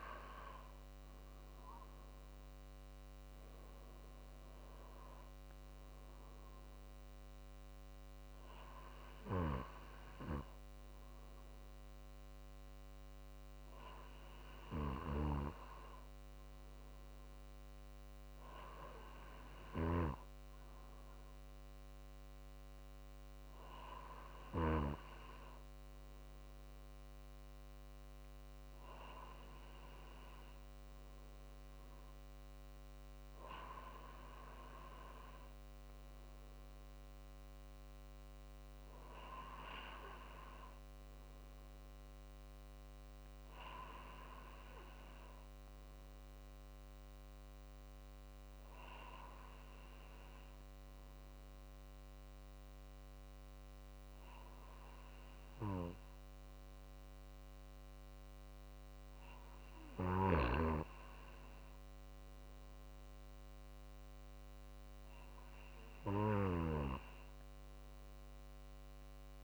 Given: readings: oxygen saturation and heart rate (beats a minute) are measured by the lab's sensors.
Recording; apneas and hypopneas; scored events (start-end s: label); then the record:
breathing in sleep by a microphone on the trachea; none
0.00-11.50 s: drop in pulse transit time (device-marked, heart rate 51 extreme)
From the record:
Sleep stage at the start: N2 (light sleep); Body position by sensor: on the right side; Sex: male